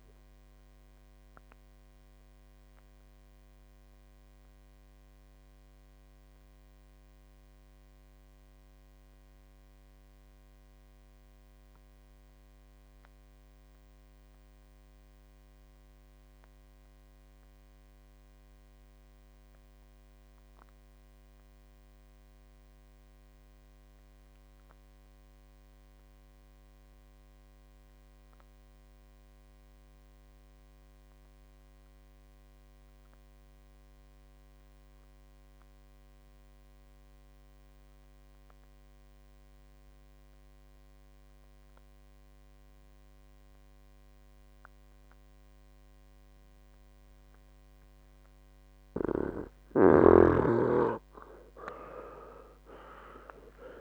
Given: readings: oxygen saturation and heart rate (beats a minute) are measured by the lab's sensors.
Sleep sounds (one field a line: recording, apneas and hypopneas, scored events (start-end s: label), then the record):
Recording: breathing in sleep by a microphone on the trachea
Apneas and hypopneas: 1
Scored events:
0.00-14.50 s: oxygen desaturation (device-marked, oxygen 86% lowest, heart rate 62 extreme)
1.00-49.00 s: mixed apnea (oxygen 95% before, 83% lowest, heart rate 76 before, 62 extreme, up 18 after)
29.50-53.81 s: oxygen desaturation (device-marked, oxygen 98% before, 83% lowest, heart rate 65 before, 60 extreme)
51.50-53.81 s: arousal
From the record:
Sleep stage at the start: N2 (light sleep)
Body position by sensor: on the right side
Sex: male